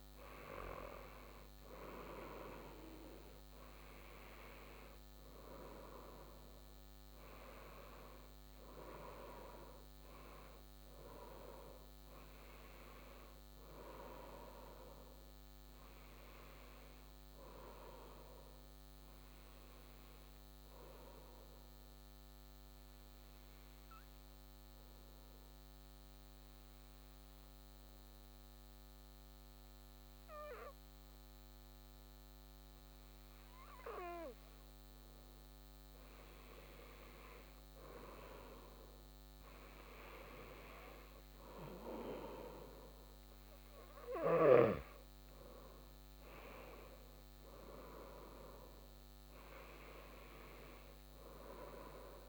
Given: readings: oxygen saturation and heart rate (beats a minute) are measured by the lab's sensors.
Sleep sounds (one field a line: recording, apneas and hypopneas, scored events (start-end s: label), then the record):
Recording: breathing in sleep by a microphone on the trachea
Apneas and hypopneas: 1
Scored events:
19.50-35.00 s: obstructive apnea (oxygen 97% before, 94% lowest, heart rate 69 before, 114 extreme, up 54 after)
37.00-42.50 s: arousal
From the record:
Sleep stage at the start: N2 (light sleep)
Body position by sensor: on the back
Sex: male